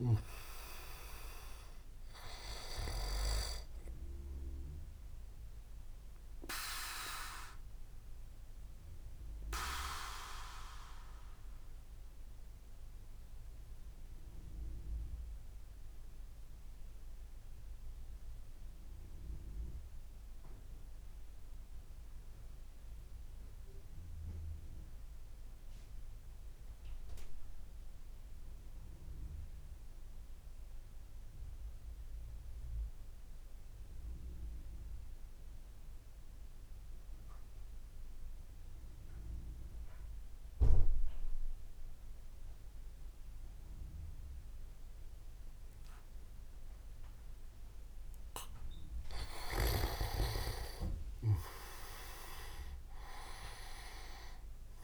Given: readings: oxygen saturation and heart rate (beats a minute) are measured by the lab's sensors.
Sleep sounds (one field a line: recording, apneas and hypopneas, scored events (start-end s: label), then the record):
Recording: breathing in sleep by a room microphone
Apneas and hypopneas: 1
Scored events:
0.00-9.50 s: oxygen desaturation (device-marked, oxygen 94% lowest, heart rate 58 extreme)
7.00-48.00 s: obstructive apnea (oxygen 99% before, 93% lowest, heart rate 68 before, 58 extreme, up 8 after)
39.50-54.84 s: oxygen desaturation (device-marked, oxygen 99% before, 93% lowest, heart rate 59 before, 59 extreme)
49.50-54.50 s: arousal
From the record:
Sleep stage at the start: N2 (light sleep)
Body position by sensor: on the back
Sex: male